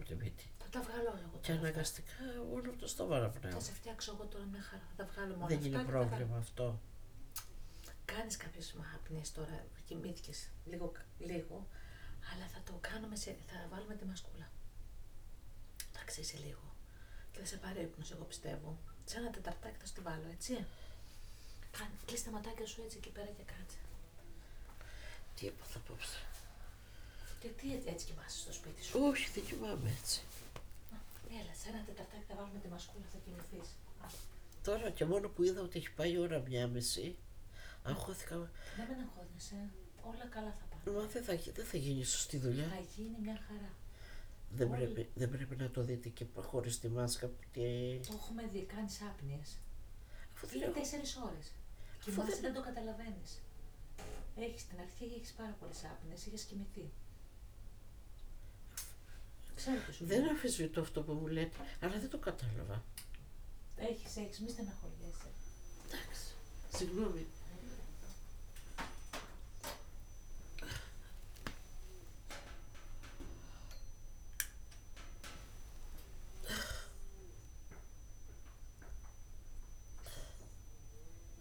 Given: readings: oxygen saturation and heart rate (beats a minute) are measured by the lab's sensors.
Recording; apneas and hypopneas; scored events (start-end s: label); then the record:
a person awake in a sleep study, by a room microphone; none
13.00-73.00 s: new sleep stage, awake
21.00-30.00 s: oxygen desaturation (device-marked, oxygen 96% before, 91% lowest, heart rate 61 before, 60 extreme)
41.00-44.50 s: snoring (device-marked)
60.00-66.50 s: snoring (device-marked)
73.00-81.41 s: new sleep stage, N1 (lightest sleep)
From the record:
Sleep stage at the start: N1 (lightest sleep); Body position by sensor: on the right side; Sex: female